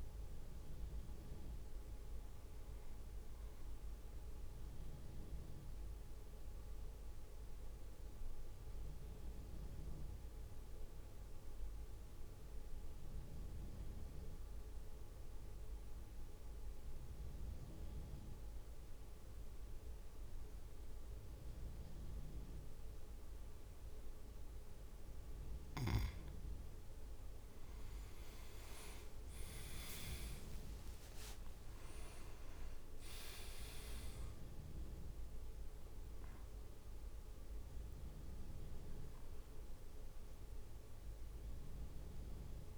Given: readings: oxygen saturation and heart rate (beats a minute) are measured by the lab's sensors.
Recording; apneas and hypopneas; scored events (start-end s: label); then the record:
breathing in sleep by a room microphone; 1
0.00-3.50 s: drop in pulse transit time (device-marked, heart rate 54 extreme)
5.50-25.00 s: mixed apnea (oxygen 99% before, 93% lowest, heart rate 56 before, 53 extreme, up 7 after)
8.50-16.50 s: oxygen desaturation (device-marked, oxygen 96% before, 93% lowest, heart rate 56 before, 55 extreme)
28.00-29.50 s: leg movement (device-marked)
28.00-32.00 s: arousal
30.50-42.50 s: drop in pulse transit time (device-marked, heart rate 56 before, 55 extreme)
31.50-40.50 s: oxygen desaturation (device-marked, oxygen 100% before, 96% lowest, heart rate 57 before, 54 extreme)
From the record:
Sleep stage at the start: N2 (light sleep); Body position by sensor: on the back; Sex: male